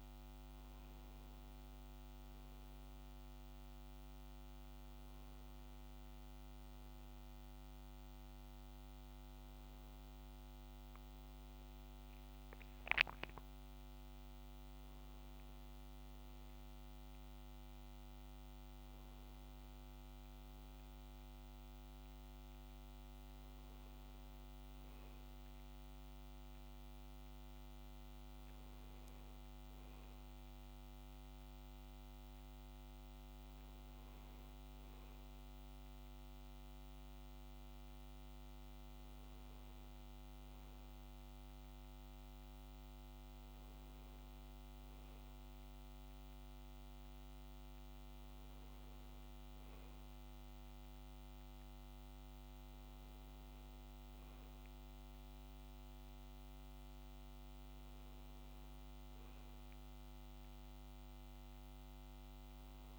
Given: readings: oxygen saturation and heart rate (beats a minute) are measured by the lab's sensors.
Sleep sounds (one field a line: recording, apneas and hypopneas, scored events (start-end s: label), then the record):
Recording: a person partly awake in a sleep study, hard to hear, by a microphone on the trachea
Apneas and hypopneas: none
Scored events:
30.00-62.99 s: new sleep stage, N2 (light sleep)
From the record:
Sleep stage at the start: awake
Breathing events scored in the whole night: 112 in 6.8 hours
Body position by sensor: on the back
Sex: male